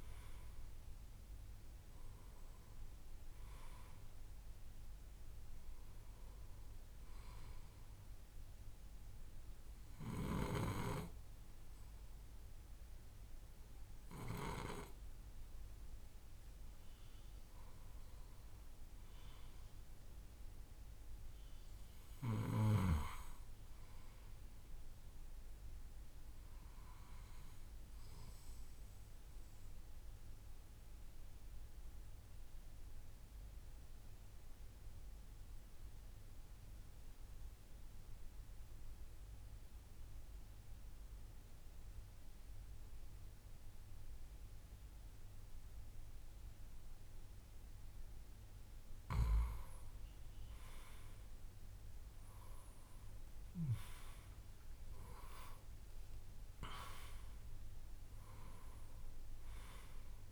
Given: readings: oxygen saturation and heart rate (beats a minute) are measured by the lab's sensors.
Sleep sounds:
breathing in sleep by a room microphone; 1
2.50-26.50 s: oxygen desaturation (device-marked, oxygen 95% before, 92% lowest, heart rate 55 before, 54 extreme)
30.50-48.00 s: obstructive apnea (oxygen 95% before, 90% lowest, heart rate 56 before, 54 extreme, up 6 after)
50.50-55.00 s: arousal
52.50-57.50 s: oxygen desaturation (device-marked, oxygen 95% before, 92% lowest, heart rate 56 before, 58 extreme)
From the record:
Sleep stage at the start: N2 (light sleep); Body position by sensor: on the left side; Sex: male

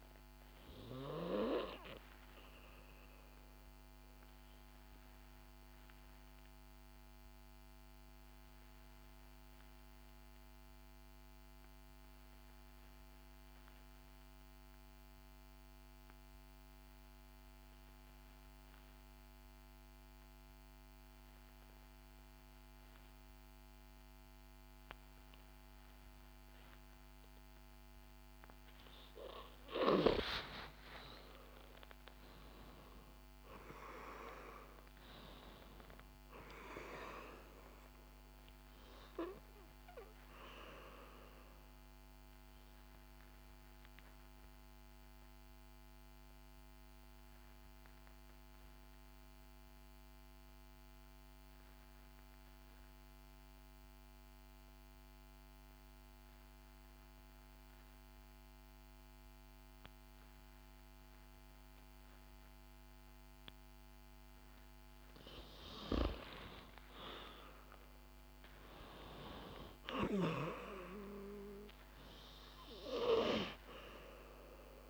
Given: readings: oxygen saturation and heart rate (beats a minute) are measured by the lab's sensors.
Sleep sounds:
breathing in sleep by a microphone on the trachea; 2
0.50-25.50 s: oxygen desaturation (device-marked, oxygen 98% before, 91% lowest, heart rate 61 before, 51 extreme)
2.00-29.00 s: obstructive apnea (oxygen 98% before, 89% lowest, heart rate 61 before, 51 extreme, up 11 after)
30.50-35.50 s: arousal
33.50-62.50 s: oxygen desaturation (device-marked, oxygen 97% before, 89% lowest, heart rate 60 before, 53 extreme)
39.00-65.00 s: obstructive apnea (oxygen 97% before, 89% lowest, heart rate 63 before, 53 extreme, up 11 after)
66.00-70.50 s: arousal
72.50-74.89 s: oxygen desaturation (device-marked, oxygen 97% before, 93% lowest, heart rate 59 before, 53 extreme)
From the record:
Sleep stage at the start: N2 (light sleep); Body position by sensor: on the back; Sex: female

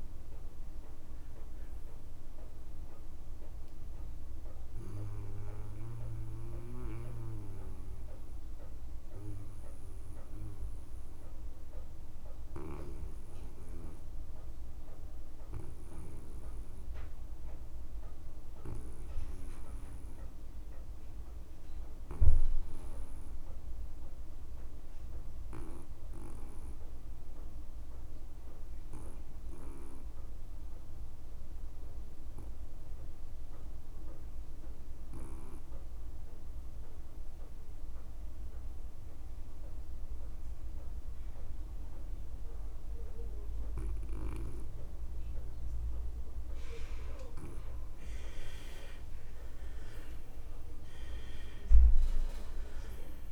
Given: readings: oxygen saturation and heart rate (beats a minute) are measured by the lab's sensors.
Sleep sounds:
breathing in sleep by a room microphone; 1
0.00-23.00 s: oxygen desaturation (device-marked, oxygen 82% lowest)
4.50-47.50 s: obstructive apnea (oxygen 98% before, 75% lowest)
36.00-53.32 s: oxygen desaturation (device-marked, oxygen 99% before, 75% lowest)
49.50-53.32 s: arousal
From the record:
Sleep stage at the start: N2 (light sleep); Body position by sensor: on the back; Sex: male

